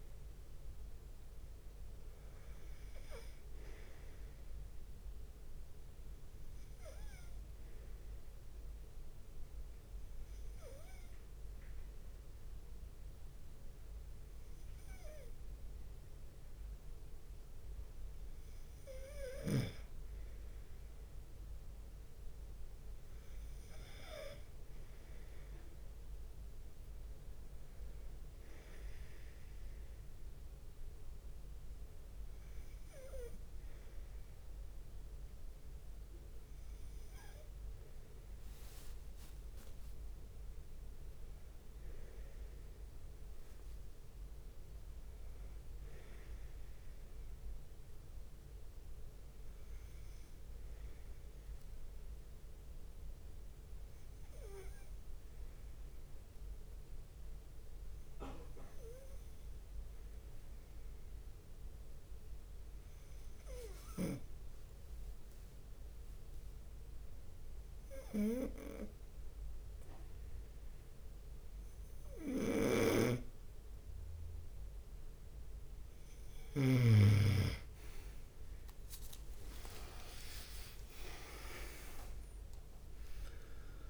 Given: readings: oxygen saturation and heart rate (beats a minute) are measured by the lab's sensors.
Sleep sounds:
breathing in sleep by a room microphone; 1
0.00-1.00 s: arousal
0.00-4.50 s: bradycardia (device-marked)
1.50-83.89 s: new sleep stage, N2 (light sleep)
8.50-52.50 s: bradycardia (device-marked)
13.50-15.50 s: leg movement (device-marked)
13.50-15.50 s: long interval between heartbeats (device-marked)
19.50-21.50 s: long interval between heartbeats (device-marked)
26.00-31.00 s: leg movement (device-marked)
39.00-40.50 s: leg movement (device-marked)
45.00-49.00 s: arousal
52.50-74.00 s: hypopnea (oxygen 97% before, 93% lowest)
62.50-83.89 s: bradycardia (device-marked)
64.50-67.50 s: leg movement (device-marked)
65.50-67.50 s: long interval between heartbeats (device-marked)
71.00-72.50 s: leg movement (device-marked)
72.50-77.00 s: snoring (device-marked)
75.50-76.50 s: leg movement (device-marked)
78.00-83.50 s: arousal
79.00-83.89 s: leg movement (device-marked)
From the record:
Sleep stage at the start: N1 (lightest sleep); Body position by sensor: on the right side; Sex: male

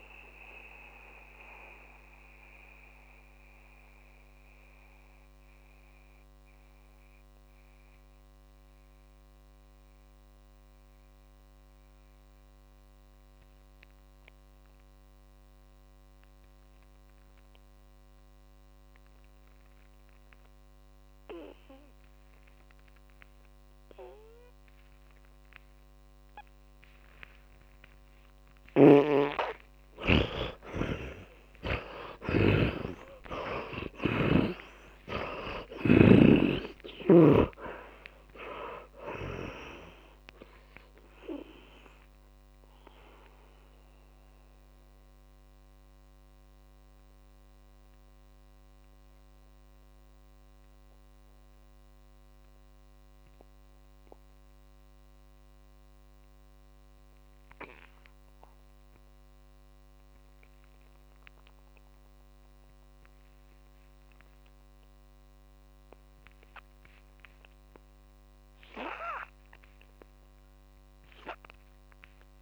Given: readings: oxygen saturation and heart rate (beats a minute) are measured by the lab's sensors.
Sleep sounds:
breathing in sleep by a microphone on the trachea; 2
0.00-18.50 s: oxygen desaturation (device-marked, oxygen 75% lowest)
0.50-28.00 s: mixed apnea (oxygen 100% before, 75% lowest)
26.50-37.50 s: oxygen desaturation (device-marked, oxygen 100% before, 90% lowest)
29.50-35.50 s: arousal
31.00-34.50 s: snoring (device-marked)
39.50-58.50 s: oxygen desaturation (device-marked, oxygen 94% before, 79% lowest)
45.00-67.00 s: hypopnea (oxygen 100% before, 77% lowest)
69.50-72.42 s: oxygen desaturation (device-marked, oxygen 100% before, 86% lowest)
From the record:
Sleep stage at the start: N2 (light sleep); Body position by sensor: on the back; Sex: male

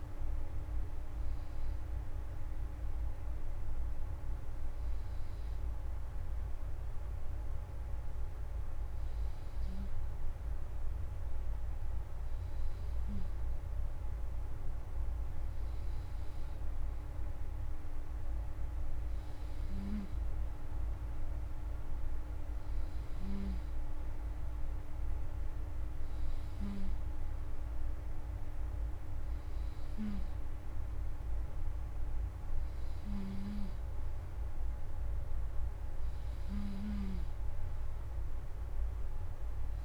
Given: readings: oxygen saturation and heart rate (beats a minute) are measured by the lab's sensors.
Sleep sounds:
breathing in sleep, hard to hear, by a room microphone; none
none scored
From the record:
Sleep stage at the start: N2 (light sleep); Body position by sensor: on the front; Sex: male

